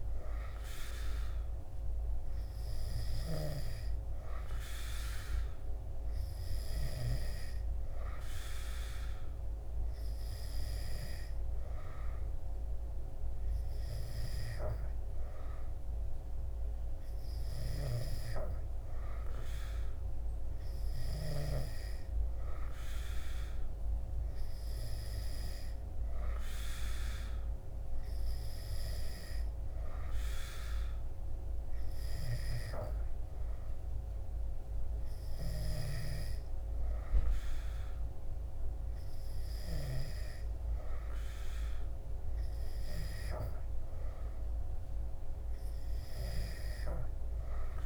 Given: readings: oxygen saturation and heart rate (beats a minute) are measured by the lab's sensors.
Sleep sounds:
breathing in sleep by a room microphone; none
9.00-20.00 s: oxygen desaturation (device-marked, oxygen 96% before, 93% lowest, heart rate 78 before, 78 extreme)
From the record:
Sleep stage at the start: N2 (light sleep); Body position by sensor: on the back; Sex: male

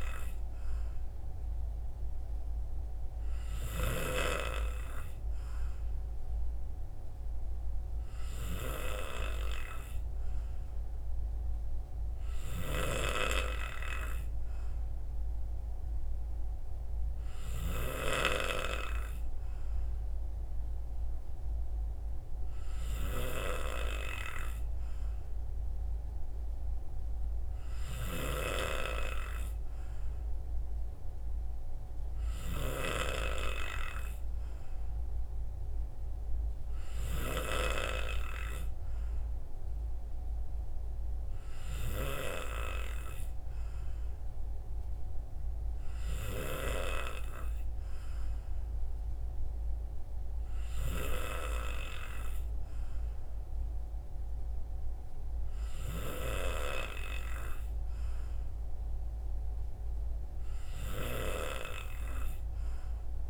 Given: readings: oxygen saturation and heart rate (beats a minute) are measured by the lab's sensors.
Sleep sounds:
breathing in sleep by a room microphone; none
none scored
From the record:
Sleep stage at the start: N3 (deep sleep); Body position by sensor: on the right side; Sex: male

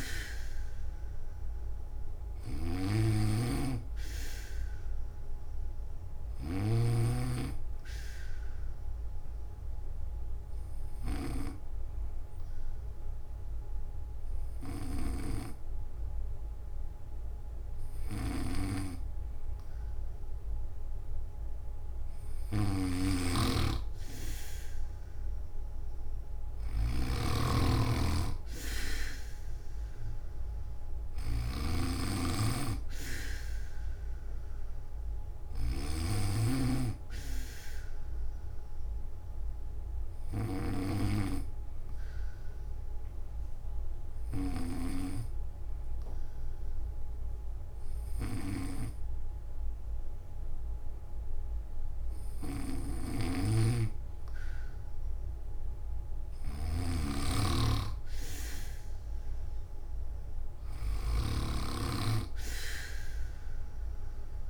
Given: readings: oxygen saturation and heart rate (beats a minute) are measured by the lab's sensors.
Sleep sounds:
breathing in sleep by a room microphone; 2
0.00-15.00 s: snoring (device-marked)
1.00-20.00 s: oxygen desaturation (device-marked, oxygen 96% before, 92% lowest, heart rate 188 before, 125 extreme)
6.00-21.00 s: hypopnea (oxygen 96% before, 92% lowest, heart rate 181 before, 125 extreme, up 48 after)
22.50-64.50 s: snoring (device-marked)
31.00-55.00 s: oxygen desaturation (device-marked, oxygen 96% before, 92% lowest)
39.50-52.50 s: hypopnea (oxygen 96% before, 92% lowest)
From the record:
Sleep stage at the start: N1 (lightest sleep); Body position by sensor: on the back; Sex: male

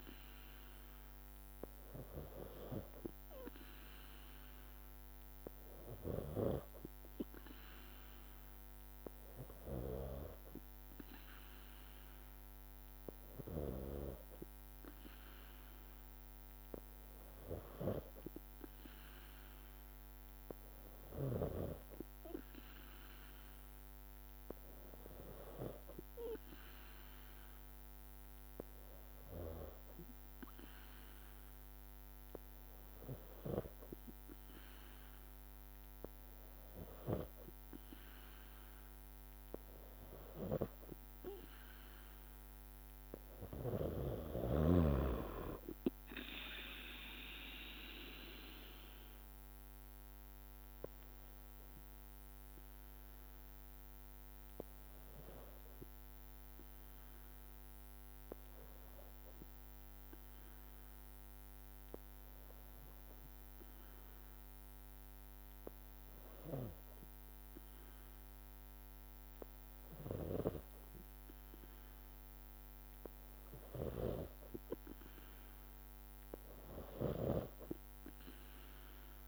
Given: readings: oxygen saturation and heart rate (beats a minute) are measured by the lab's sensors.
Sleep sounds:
breathing in sleep by a microphone on the trachea; 1
48.50-63.50 s: drop in pulse transit time (device-marked, heart rate 58 before, 55 extreme)
49.50-69.50 s: hypopnea (oxygen 95% before, 92% lowest, heart rate 58 before, 55 extreme, up 2 after)
72.50-75.50 s: arousal
From the record:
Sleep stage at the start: N3 (deep sleep); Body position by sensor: on the back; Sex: female

